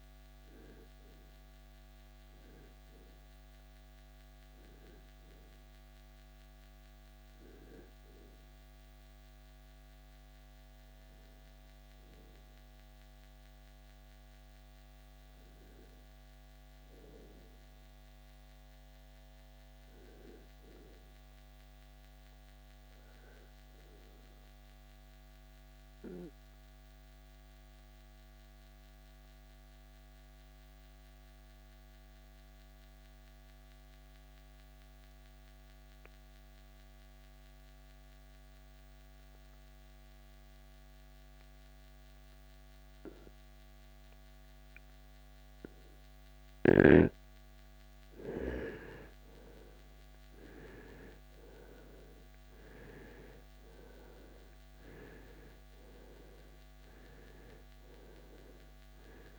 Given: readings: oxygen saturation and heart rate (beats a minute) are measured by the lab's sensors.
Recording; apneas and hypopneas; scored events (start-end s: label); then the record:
breathing in sleep by a microphone on the trachea; 1
0.00-26.50 s: oxygen desaturation (device-marked, oxygen 77% lowest, heart rate 51 extreme)
4.50-59.39 s: new sleep stage, REM sleep
25.00-45.50 s: obstructive apnea (oxygen 95% before, 80% lowest, heart rate 75 before, 54 extreme, up 2 after)
42.50-59.39 s: oxygen desaturation (device-marked, oxygen 98% before, 80% lowest, heart rate 69 before, 50 extreme)
48.00-53.50 s: arousal
From the record:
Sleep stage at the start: N2 (light sleep); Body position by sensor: on the right side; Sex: male